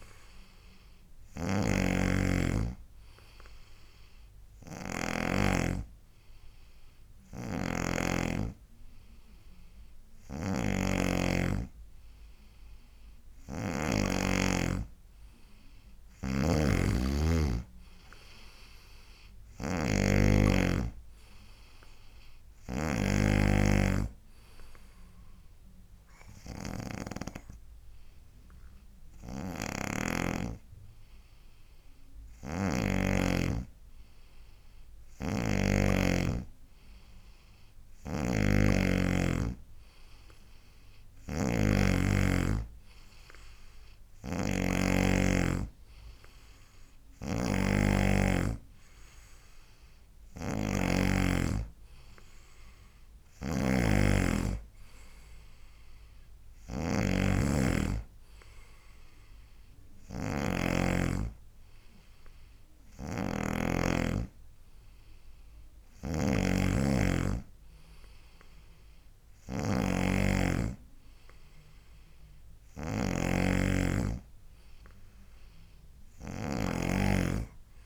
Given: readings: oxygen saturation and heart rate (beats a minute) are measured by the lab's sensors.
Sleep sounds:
breathing in sleep by a room microphone; 2
0.00-5.50 s: snoring (device-marked)
3.50-14.00 s: obstructive apnea (oxygen 96% before, 93% lowest, heart rate 73 before, 71 extreme, up 4 after)
7.50-14.50 s: snoring (device-marked)
16.50-23.50 s: snoring (device-marked)
17.00-20.50 s: arousal
24.50-34.50 s: obstructive apnea (oxygen 96% before, 93% lowest, heart rate 74 before, 71 extreme, up 1 after)
29.50-36.00 s: snoring (device-marked)
37.50-42.00 s: arousal
38.00-61.00 s: snoring (device-marked)
63.00-77.86 s: snoring (device-marked)
From the record:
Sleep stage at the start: N2 (light sleep); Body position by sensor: on the right side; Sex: male

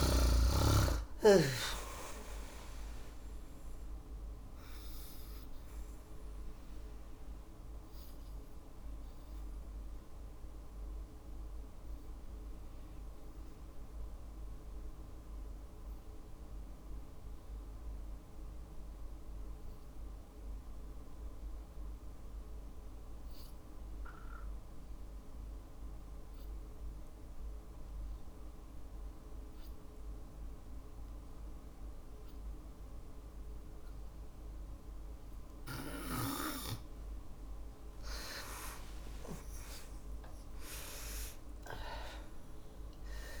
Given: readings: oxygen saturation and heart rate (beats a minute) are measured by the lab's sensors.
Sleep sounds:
breathing in sleep by a room microphone; 1
0.00-21.50 s: oxygen desaturation (device-marked, oxygen 92% lowest, heart rate 53 extreme)
5.00-35.00 s: obstructive apnea (oxygen 97% before, 87% lowest, heart rate 58 before, 53 extreme, up 6 after)
35.50-43.40 s: oxygen desaturation (device-marked, oxygen 98% before, 87% lowest, heart rate 54 before, 54 extreme)
37.50-42.00 s: arousal
From the record:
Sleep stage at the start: N2 (light sleep); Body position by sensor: on the back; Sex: female

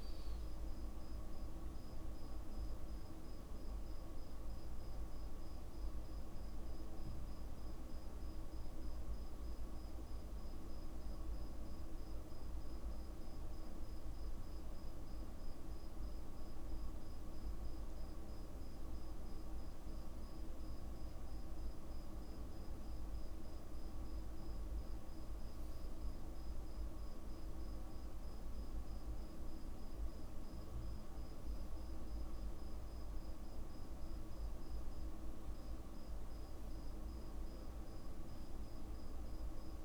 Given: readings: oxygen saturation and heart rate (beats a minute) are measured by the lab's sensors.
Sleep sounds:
a person awake in a sleep study, hard to hear, by a room microphone; none
0.00-1.50 s: long interval between heartbeats (device-marked, heart rate 129 extreme)
2.00-32.00 s: new sleep stage, awake
4.00-6.00 s: long interval between heartbeats (device-marked, heart rate 89 before, 38 extreme)
32.00-39.85 s: new sleep stage, N2 (light sleep)
From the record:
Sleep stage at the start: N2 (light sleep); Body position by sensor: on the back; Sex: male

